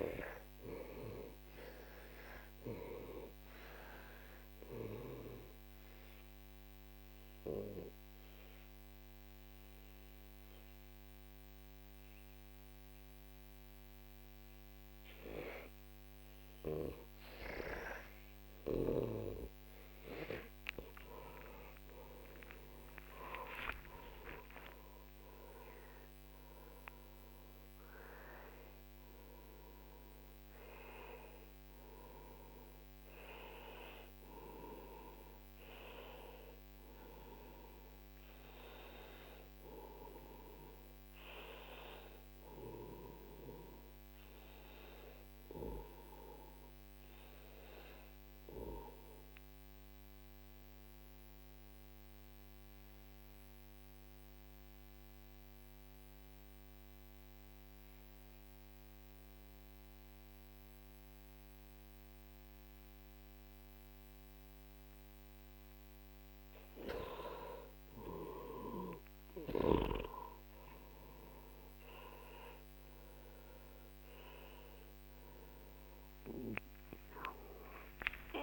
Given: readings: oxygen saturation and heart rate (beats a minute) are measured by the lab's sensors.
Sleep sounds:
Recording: breathing in sleep by a microphone on the trachea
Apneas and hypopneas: 2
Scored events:
0.00-2.00 s: arousal
0.00-19.00 s: oxygen desaturation (device-marked, oxygen 84% lowest, heart rate 57 extreme)
6.00-18.50 s: obstructive apnea (oxygen 96% before, 84% lowest, heart rate 56 before, 59 extreme, up 35 after)
20.00-24.50 s: arousal
26.00-45.00 s: oxygen desaturation (device-marked, oxygen 93% before, 88% lowest, heart rate 64 before, 56 extreme)
51.00-66.50 s: mixed apnea (oxygen 98% before, 88% lowest, heart rate 62 before, 56 extreme, up 8 after)
65.00-78.43 s: oxygen desaturation (device-marked, oxygen 98% before, 88% lowest, heart rate 59 before, 55 extreme)
69.00-78.43 s: new sleep stage, N1 (lightest sleep)
From the record:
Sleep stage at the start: REM sleep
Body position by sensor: on the back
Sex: male

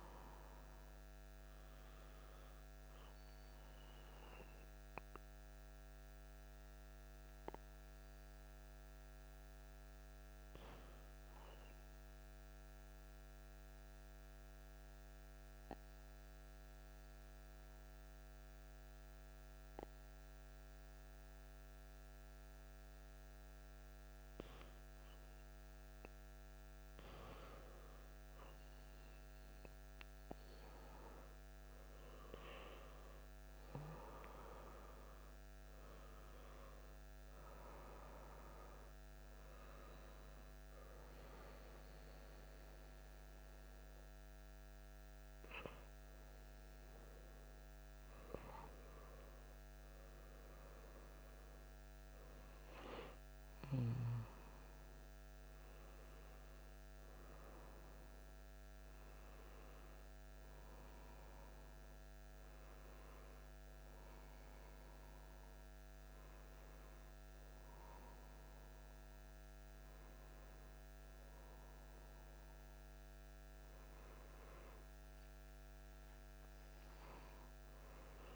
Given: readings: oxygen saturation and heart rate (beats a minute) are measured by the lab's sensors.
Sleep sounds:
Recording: breathing in sleep by a microphone on the trachea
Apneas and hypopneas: 2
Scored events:
0.00-4.00 s: oxygen desaturation (device-marked, oxygen 92% lowest)
11.00-23.50 s: central apnea (oxygen 95% before, 93% lowest)
25.50-29.50 s: arousal
36.50-47.50 s: obstructive apnea (oxygen 96% before, 93% lowest, heart rate 39 before, 58 extreme)
49.50-53.50 s: arousal
From the record:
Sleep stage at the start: N1 (lightest sleep)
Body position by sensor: on the back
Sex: male

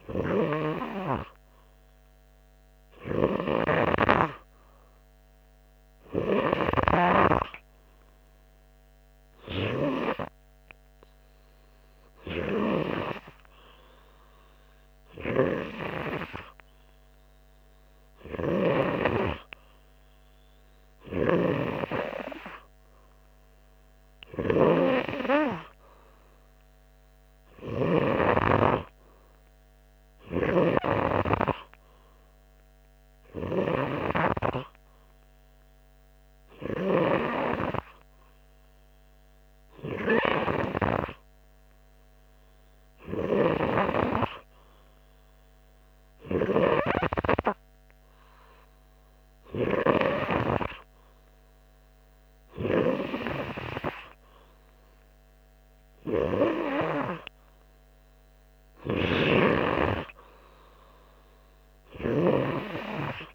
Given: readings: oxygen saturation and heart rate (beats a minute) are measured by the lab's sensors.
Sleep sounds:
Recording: breathing in sleep by a microphone on the trachea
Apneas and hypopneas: none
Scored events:
none scored
From the record:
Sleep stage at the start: N2 (light sleep)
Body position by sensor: on the front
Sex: male

